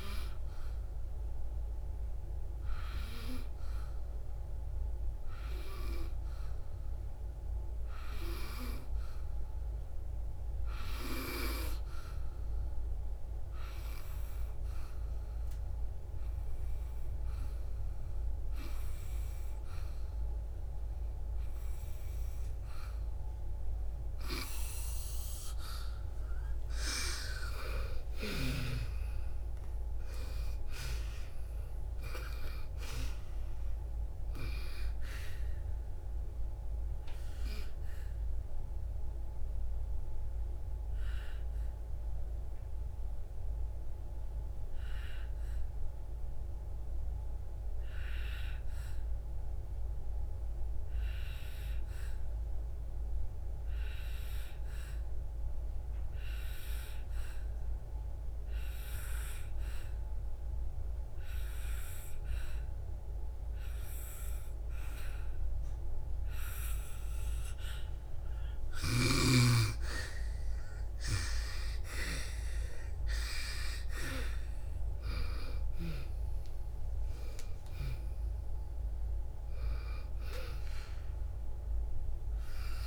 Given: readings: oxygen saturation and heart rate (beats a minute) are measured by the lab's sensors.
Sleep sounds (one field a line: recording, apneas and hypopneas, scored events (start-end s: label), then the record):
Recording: breathing in sleep by a room microphone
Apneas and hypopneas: 2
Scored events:
8.50-24.50 s: hypopnea (oxygen 95% before, 90% lowest, heart rate 61 before, 55 extreme, up 6 after)
26.50-29.50 s: arousal
28.00-45.00 s: oxygen desaturation (device-marked, oxygen 97% before, 90% lowest, heart rate 63 before, 55 extreme)
37.50-68.50 s: obstructive apnea (oxygen 98% before, 89% lowest, heart rate 65 before, 55 extreme, up 7 after)
73.50-79.00 s: arousal
From the record:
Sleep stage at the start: N2 (light sleep)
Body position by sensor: on the back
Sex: female